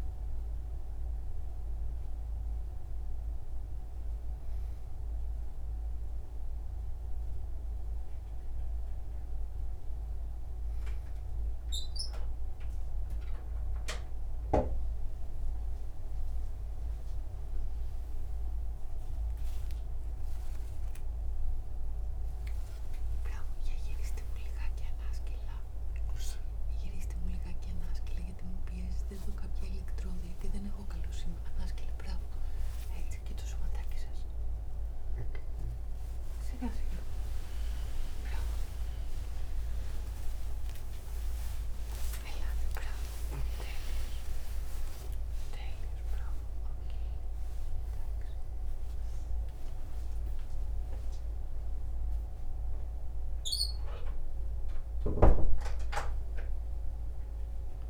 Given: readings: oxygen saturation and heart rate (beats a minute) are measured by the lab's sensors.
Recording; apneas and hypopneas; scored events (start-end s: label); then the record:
a person partly awake in a sleep study, by a room microphone; none
38.00-57.90 s: new sleep stage, awake
From the record:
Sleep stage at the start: N2 (light sleep); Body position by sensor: on the right side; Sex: male